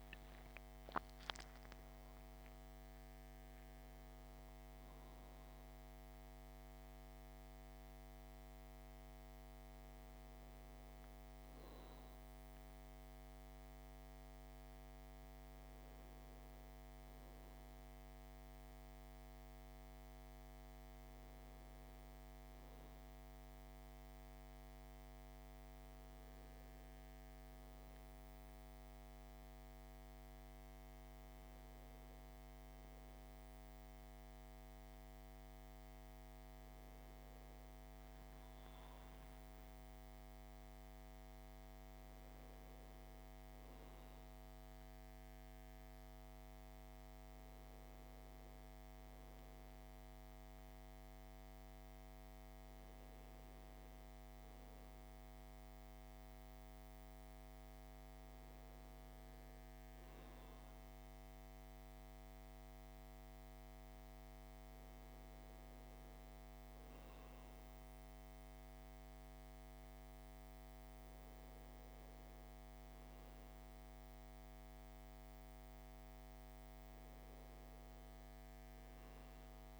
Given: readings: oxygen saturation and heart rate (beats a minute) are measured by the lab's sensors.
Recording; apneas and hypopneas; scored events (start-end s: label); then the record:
a person awake in a sleep study, hard to hear, by a microphone on the trachea; none
none scored
From the record:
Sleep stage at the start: awake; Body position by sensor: on the back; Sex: male